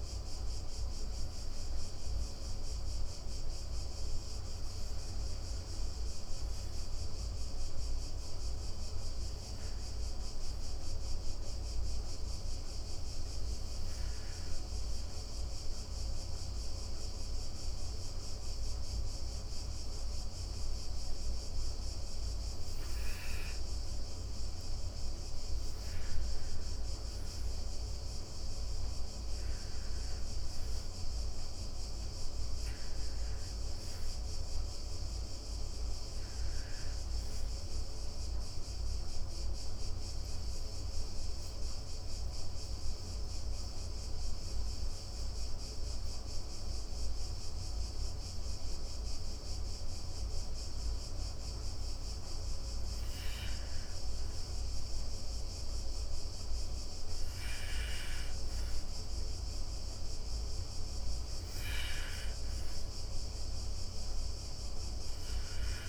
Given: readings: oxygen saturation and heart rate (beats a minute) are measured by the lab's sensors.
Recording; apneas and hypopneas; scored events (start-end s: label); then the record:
breathing in sleep, hard to hear, by a room microphone; 2
9.00-23.00 s: obstructive apnea (oxygen 99% before, 94% lowest)
24.00-28.50 s: arousal
38.50-51.00 s: obstructive apnea (oxygen 98% before, 94% lowest)
44.00-65.89 s: new sleep stage, N2 (light sleep)
53.50-57.50 s: arousal
61.00-65.89 s: oxygen desaturation (device-marked, oxygen 98% before, 94% lowest)
From the record:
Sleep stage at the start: N1 (lightest sleep); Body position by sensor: on the back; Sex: female